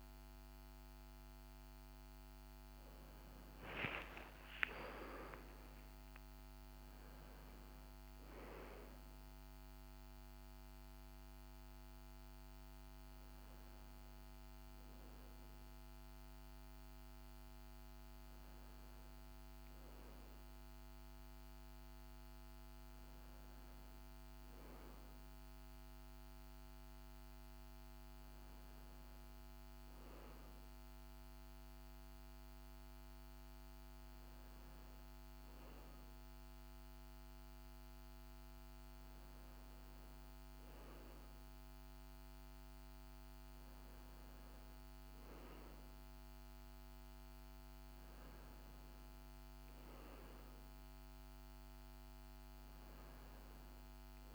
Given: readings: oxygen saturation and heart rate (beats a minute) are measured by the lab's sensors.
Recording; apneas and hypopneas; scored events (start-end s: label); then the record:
a person awake in a sleep study, hard to hear, by a microphone on the trachea; none
none scored
From the record:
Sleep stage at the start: awake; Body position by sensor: on the right side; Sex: female